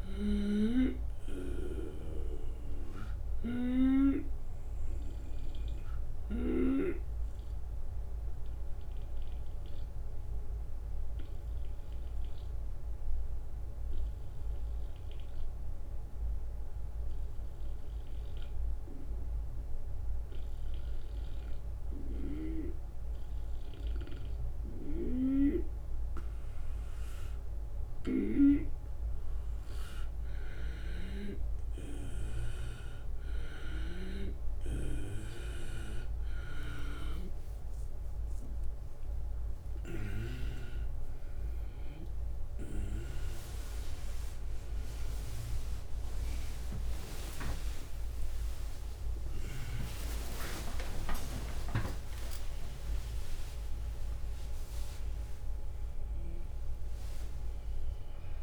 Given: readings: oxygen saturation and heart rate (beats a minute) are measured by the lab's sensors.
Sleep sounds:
breathing in sleep by a room microphone; 1
0.00-6.50 s: snoring (device-marked)
0.00-15.00 s: oxygen desaturation (device-marked, oxygen 93% lowest, heart rate 74 extreme)
3.50-26.50 s: obstructive apnea (oxygen 98% before, 91% lowest, heart rate 79 before, 74 extreme, up 7 after)
24.00-28.00 s: snoring (device-marked)
28.00-58.43 s: oxygen desaturation (device-marked, oxygen 96% before, 91% lowest, heart rate 76 before, 74 extreme)
30.00-33.50 s: snoring (device-marked)
37.00-41.50 s: arousal
43.00-55.00 s: drop in pulse transit time (device-marked, heart rate 80 before, 88 extreme)
46.00-53.00 s: tachycardia (device-marked, heart rate 78 before, 110 extreme)
49.00-58.43 s: new sleep stage, REM sleep
50.00-52.00 s: long interval between heartbeats (device-marked, heart rate 86 before, 110 extreme)
50.00-54.50 s: arousal
From the record:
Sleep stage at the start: N2 (light sleep); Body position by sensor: on the right side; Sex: male

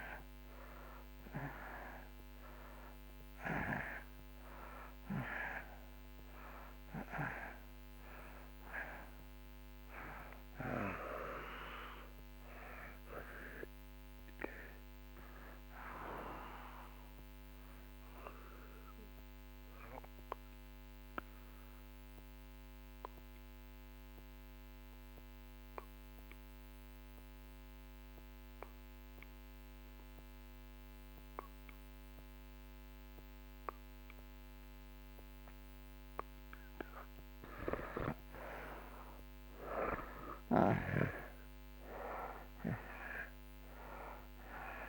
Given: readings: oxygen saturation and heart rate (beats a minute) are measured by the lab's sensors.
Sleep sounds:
breathing in sleep by a microphone on the trachea; 1
0.00-28.00 s: oxygen desaturation (device-marked, oxygen 81% lowest)
18.50-35.00 s: obstructive apnea (oxygen 95% before, 79% lowest)
37.50-41.50 s: arousal
42.00-44.89 s: oxygen desaturation (device-marked, oxygen 96% before, 79% lowest)
From the record:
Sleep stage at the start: N2 (light sleep); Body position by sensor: on the back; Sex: male

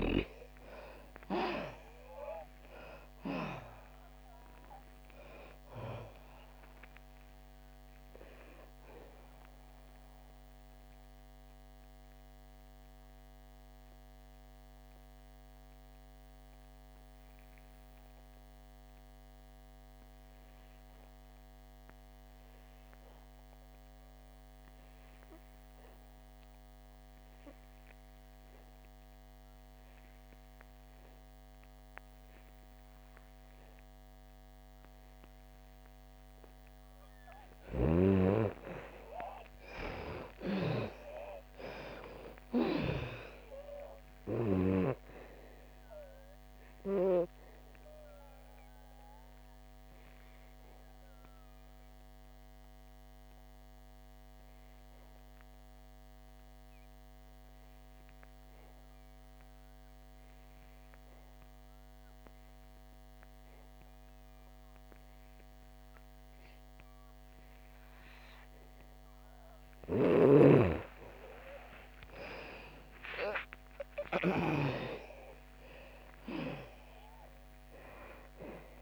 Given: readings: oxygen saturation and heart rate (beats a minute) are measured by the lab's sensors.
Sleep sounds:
breathing in sleep by a microphone on the trachea; 2
0.00-31.50 s: oxygen desaturation (device-marked, oxygen 76% lowest, heart rate 59 extreme)
9.00-37.00 s: obstructive apnea (oxygen 98% before, 76% lowest, heart rate 85 before, 58 extreme, up 33 after)
33.50-69.50 s: oxygen desaturation (device-marked, oxygen 98% before, 76% lowest, heart rate 64 before, 57 extreme)
38.50-42.50 s: arousal
46.00-69.50 s: obstructive apnea (oxygen 98% before, 76% lowest, heart rate 76 before, 57 extreme, up 29 after)
70.00-74.50 s: snoring (device-marked)
71.50-75.50 s: arousal
71.50-78.81 s: oxygen desaturation (device-marked, oxygen 97% before, 81% lowest, heart rate 63 before, 57 extreme)
From the record:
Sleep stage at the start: N2 (light sleep); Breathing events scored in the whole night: 596 in 6.8 hours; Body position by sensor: on the back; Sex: female

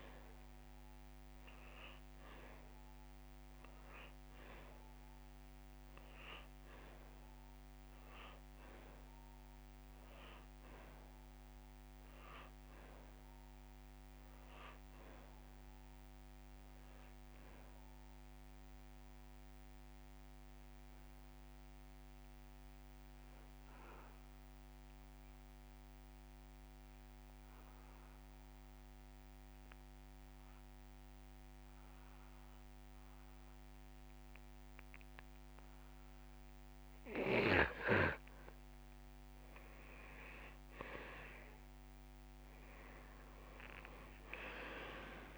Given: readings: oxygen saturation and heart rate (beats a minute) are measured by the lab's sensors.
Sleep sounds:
breathing in sleep by a microphone on the trachea; 1
0.00-18.50 s: oxygen desaturation (device-marked, oxygen 88% lowest)
20.00-38.00 s: obstructive apnea (oxygen 98% before, 88% lowest)
39.50-45.38 s: oxygen desaturation (device-marked, oxygen 98% before, 88% lowest)
40.00-43.50 s: arousal
From the record:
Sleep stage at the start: N2 (light sleep); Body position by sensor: on the back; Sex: male

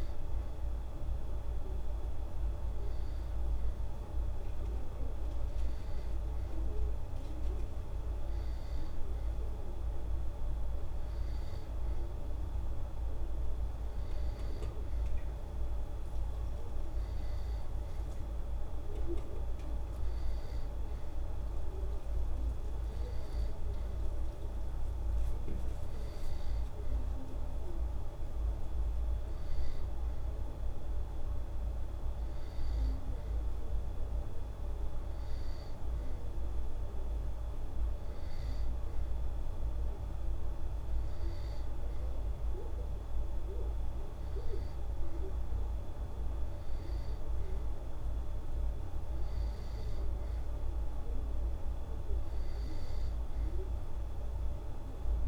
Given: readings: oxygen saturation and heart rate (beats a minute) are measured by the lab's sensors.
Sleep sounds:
breathing in sleep, hard to hear, by a room microphone; none
none scored
From the record:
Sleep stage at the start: N2 (light sleep); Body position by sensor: on the back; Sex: female

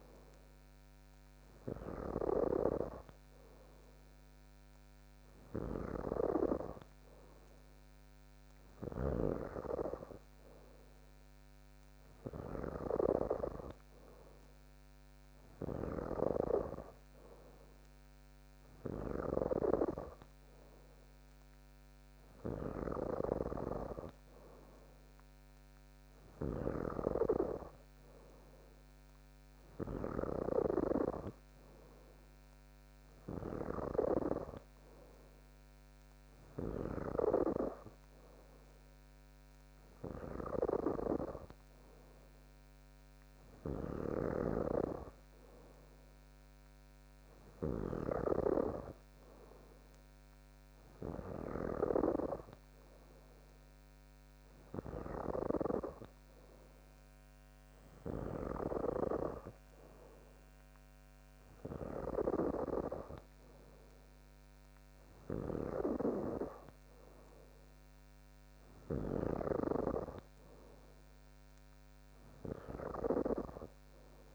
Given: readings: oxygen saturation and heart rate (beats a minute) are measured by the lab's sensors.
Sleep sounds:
breathing in sleep by a microphone on the trachea; none
none scored
From the record:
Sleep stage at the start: N3 (deep sleep); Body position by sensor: on the back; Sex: female

